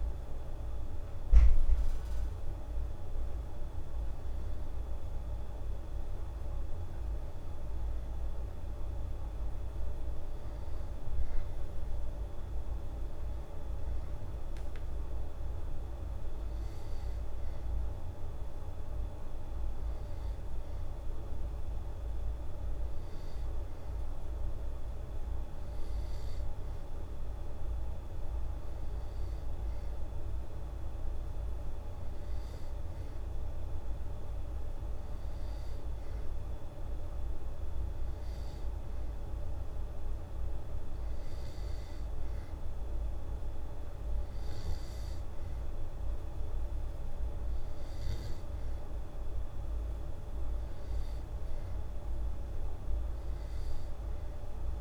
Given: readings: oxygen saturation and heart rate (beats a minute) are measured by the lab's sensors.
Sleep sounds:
breathing in sleep, hard to hear, by a room microphone; none
none scored
From the record:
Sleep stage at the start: N2 (light sleep); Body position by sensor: on the back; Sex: female

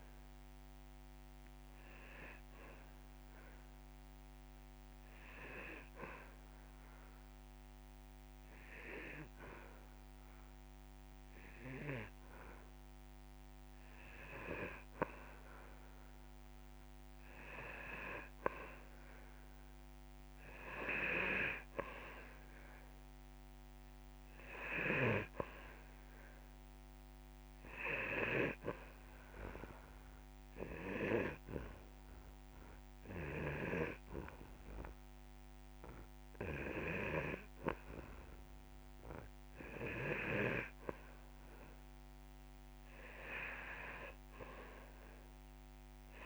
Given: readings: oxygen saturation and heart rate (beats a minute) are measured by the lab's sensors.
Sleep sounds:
breathing in sleep by a microphone on the trachea; 2
0.00-2.00 s: arousal
4.50-15.00 s: obstructive apnea (oxygen 97% before, 92% lowest)
18.00-22.00 s: arousal
30.00-32.00 s: long interval between heartbeats (device-marked)
30.50-41.00 s: obstructive apnea (oxygen 97% before, 92% lowest)
31.00-46.00 s: oxygen desaturation (device-marked, oxygen 97% before, 92% lowest)
From the record:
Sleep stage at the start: N2 (light sleep); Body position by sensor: on the back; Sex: male

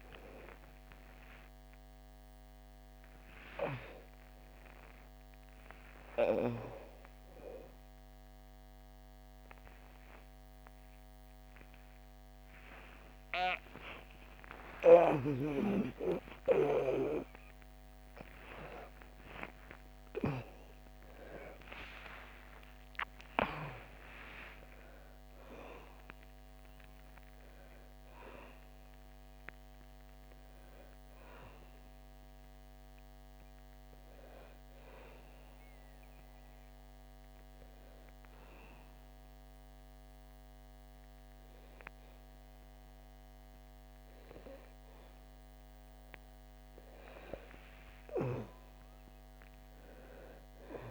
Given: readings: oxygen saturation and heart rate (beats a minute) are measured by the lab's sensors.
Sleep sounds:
a person partly awake in a sleep study, by a microphone on the trachea; 1
0.00-17.50 s: oxygen desaturation (device-marked, oxygen 82% lowest, heart rate 65 extreme)
17.50-50.91 s: new sleep stage, N1 (lightest sleep)
33.50-45.50 s: hypopnea (oxygen 98% before, 88% lowest, heart rate 109 before, 65 extreme, up 6 after)
48.00-50.91 s: arousal
From the record:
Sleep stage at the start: awake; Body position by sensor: on the back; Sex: female

